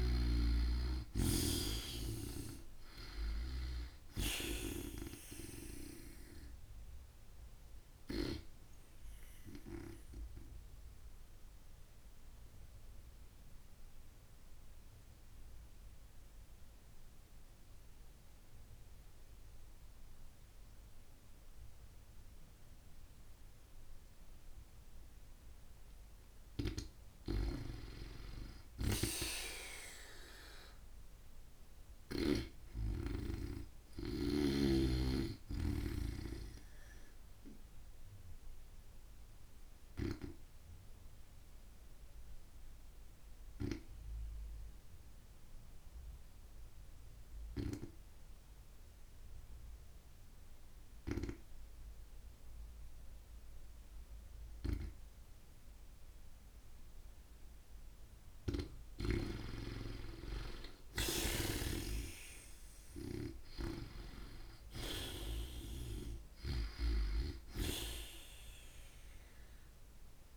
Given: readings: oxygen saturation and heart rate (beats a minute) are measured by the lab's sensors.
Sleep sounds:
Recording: breathing in sleep by a room microphone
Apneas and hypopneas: 2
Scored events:
5.50-34.50 s: oxygen desaturation (device-marked, oxygen 96% before, 89% lowest)
9.00-24.50 s: obstructive apnea (oxygen 96% before, 88% lowest)
26.00-30.00 s: arousal
28.00-32.00 s: snoring (device-marked)
38.00-57.50 s: obstructive apnea (oxygen 93% before, 88% lowest)
61.00-65.50 s: arousal
63.50-70.37 s: oxygen desaturation (device-marked, oxygen 94% before, 88% lowest)
From the record:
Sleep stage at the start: N2 (light sleep)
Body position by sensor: on the back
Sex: female

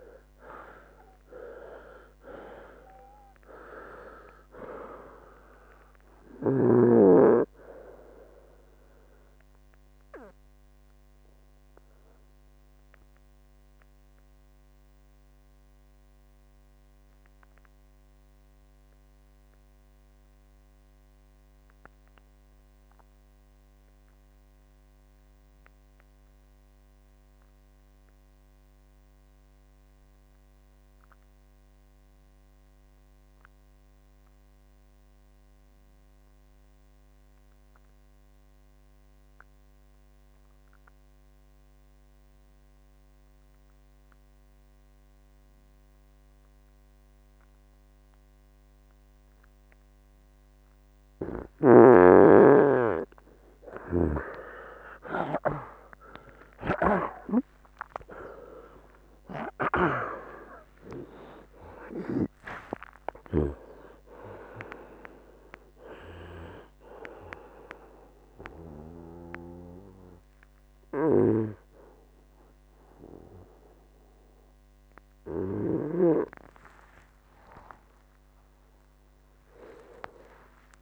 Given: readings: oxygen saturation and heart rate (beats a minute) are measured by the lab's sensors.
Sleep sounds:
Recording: breathing in sleep by a microphone on the trachea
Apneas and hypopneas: 1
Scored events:
0.00-29.50 s: oxygen desaturation (device-marked, oxygen 87% lowest, heart rate 56 extreme)
9.00-51.00 s: mixed apnea (oxygen 97% before, 84% lowest, heart rate 73 before, 56 extreme, up 22 after)
46.50-80.82 s: oxygen desaturation (device-marked, oxygen 97% before, 84% lowest, heart rate 63 before, 56 extreme)
52.00-54.00 s: long interval between heartbeats (device-marked, heart rate 63 before, 69 extreme)
55.00-59.50 s: arousal
56.50-60.00 s: snoring (device-marked)
57.50-63.50 s: tachycardia (device-marked, heart rate 68 before, 107 extreme)
61.00-63.00 s: long interval between heartbeats (device-marked, heart rate 69 before, 102 extreme)
78.50-80.82 s: arousal
From the record:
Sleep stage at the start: N2 (light sleep)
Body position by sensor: on the right side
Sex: male

